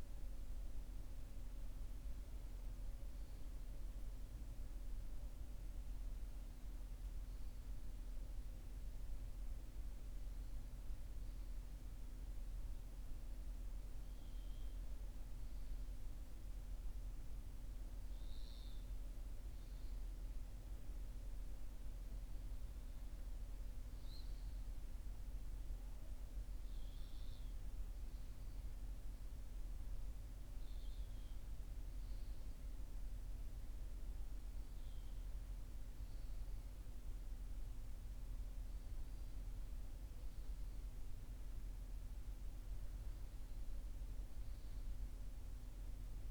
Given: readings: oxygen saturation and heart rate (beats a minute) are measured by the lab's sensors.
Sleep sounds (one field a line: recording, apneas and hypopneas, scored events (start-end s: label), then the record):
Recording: breathing in sleep, hard to hear, by a room microphone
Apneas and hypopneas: none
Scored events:
none scored
From the record:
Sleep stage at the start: N1 (lightest sleep)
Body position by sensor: on the right side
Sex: male